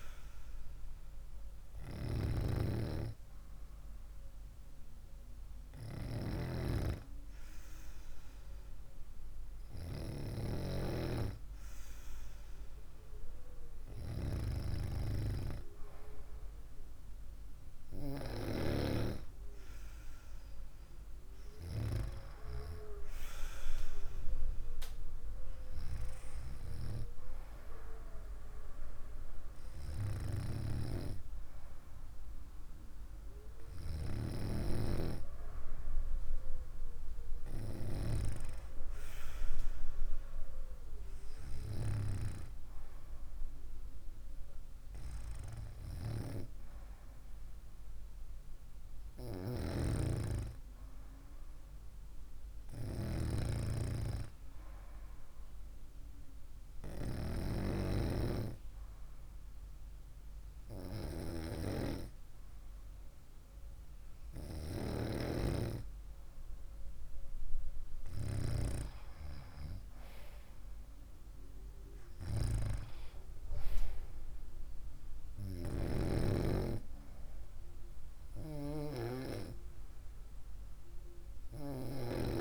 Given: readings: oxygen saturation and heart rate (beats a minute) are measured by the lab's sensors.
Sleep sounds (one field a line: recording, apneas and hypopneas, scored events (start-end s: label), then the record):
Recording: breathing in sleep by a room microphone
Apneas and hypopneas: none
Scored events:
none scored
From the record:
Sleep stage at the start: N2 (light sleep)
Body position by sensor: on the right side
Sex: female